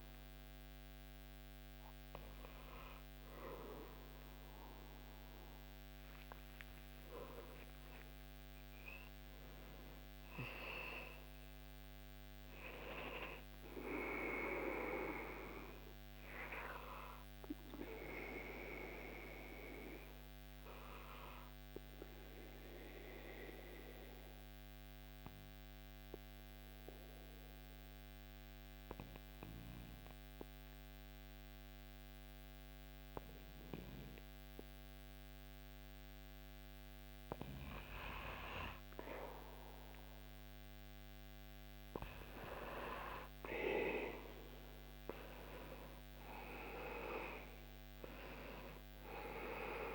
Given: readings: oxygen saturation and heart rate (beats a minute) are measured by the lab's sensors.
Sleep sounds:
breathing in sleep by a microphone on the trachea; 1
13.00-17.00 s: arousal
23.00-36.50 s: obstructive apnea (oxygen 99% before, 96% lowest, heart rate 75 before, 64 extreme, up 6 after)
40.00-45.00 s: arousal
From the record:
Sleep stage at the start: N2 (light sleep); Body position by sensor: on the back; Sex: male

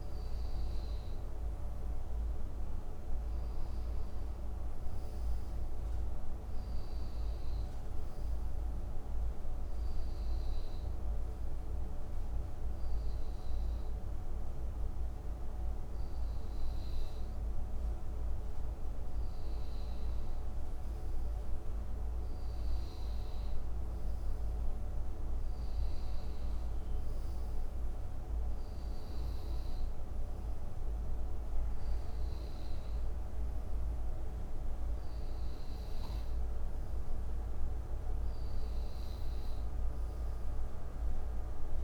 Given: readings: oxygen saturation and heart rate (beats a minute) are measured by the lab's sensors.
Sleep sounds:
breathing in sleep, hard to hear, by a room microphone; 1
0.00-2.00 s: oxygen desaturation (device-marked, oxygen 90% lowest, heart rate 73 extreme)
9.50-21.00 s: hypopnea (oxygen 93% before, 89% lowest, heart rate 74 before, 72 extreme, up 3 after)
23.00-28.50 s: arousal
26.00-31.00 s: oxygen desaturation (device-marked, oxygen 92% before, 89% lowest, heart rate 75 before, 70 extreme)
From the record:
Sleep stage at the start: N2 (light sleep); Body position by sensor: on the right side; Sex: male

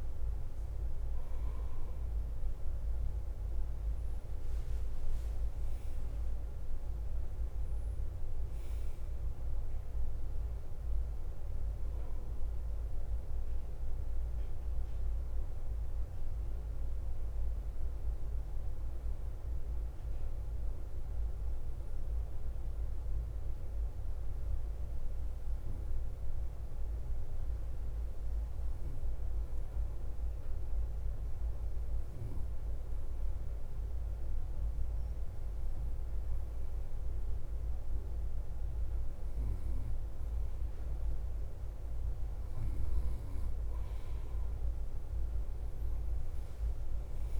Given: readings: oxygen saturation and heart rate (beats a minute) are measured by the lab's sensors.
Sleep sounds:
breathing in sleep, hard to hear, by a room microphone; 1
0.00-47.40 s: bradycardia (device-marked, heart rate 45 extreme)
15.50-27.50 s: obstructive apnea (oxygen 97% before, 94% lowest, heart rate 53 before, 49 extreme, up 4 after)
30.00-33.00 s: arousal
From the record:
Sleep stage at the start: N2 (light sleep); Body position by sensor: on the right side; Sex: male

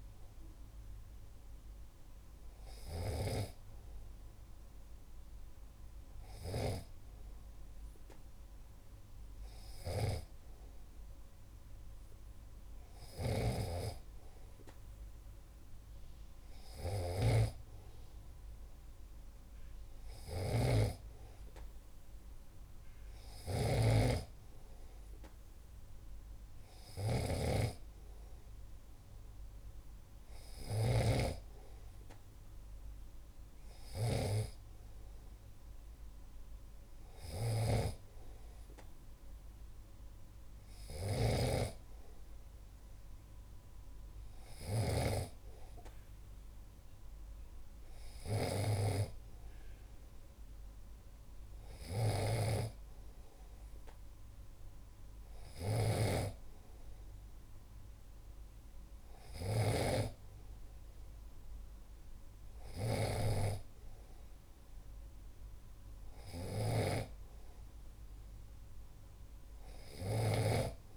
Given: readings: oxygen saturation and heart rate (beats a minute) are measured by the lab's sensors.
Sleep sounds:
breathing in sleep by a room microphone; none
0.00-70.97 s: snoring (device-marked)
From the record:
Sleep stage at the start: N2 (light sleep); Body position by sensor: on the back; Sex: male

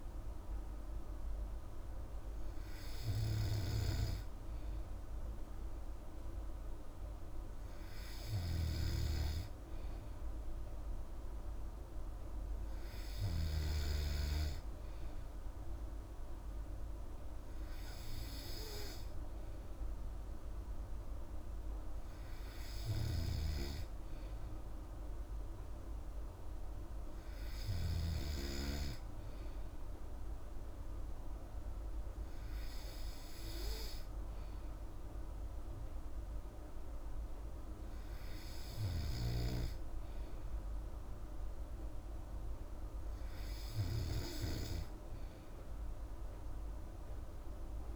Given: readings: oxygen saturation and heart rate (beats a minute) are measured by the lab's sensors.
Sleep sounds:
breathing in sleep by a room microphone; none
none scored
From the record:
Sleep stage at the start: N2 (light sleep); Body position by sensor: on the back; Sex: female

